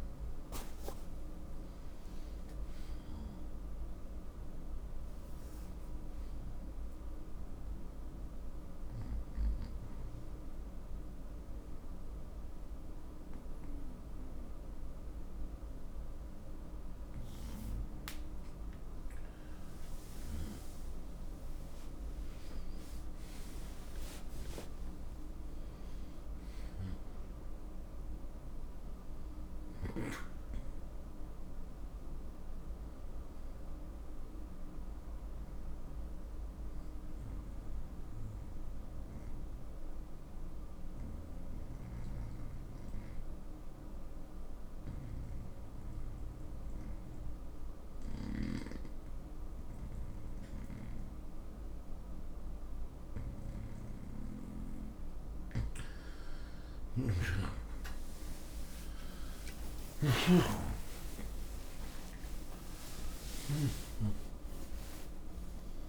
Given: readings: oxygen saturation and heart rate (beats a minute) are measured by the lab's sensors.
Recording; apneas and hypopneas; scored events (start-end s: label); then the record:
breathing in sleep by a room microphone; 2
9.00-19.50 s: obstructive apnea (oxygen 95% before, 82% lowest, heart rate 75 before, 61 extreme, up 16 after)
10.00-20.00 s: oxygen desaturation (device-marked, oxygen 95% before, 92% lowest, heart rate 76 before, 61 extreme)
21.50-26.00 s: arousal
32.00-44.00 s: oxygen desaturation (device-marked, oxygen 94% before, 90% lowest, heart rate 73 before, 61 extreme)
38.00-54.50 s: obstructive apnea (oxygen 95% before, 82% lowest, heart rate 72 before, 61 extreme, up 32 after)
53.00-65.89 s: new sleep stage, awake
54.00-65.89 s: oxygen desaturation (device-marked, oxygen 94% before, 82% lowest, heart rate 64 before, 77 extreme)
From the record:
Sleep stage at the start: N2 (light sleep); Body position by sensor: on the right side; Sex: male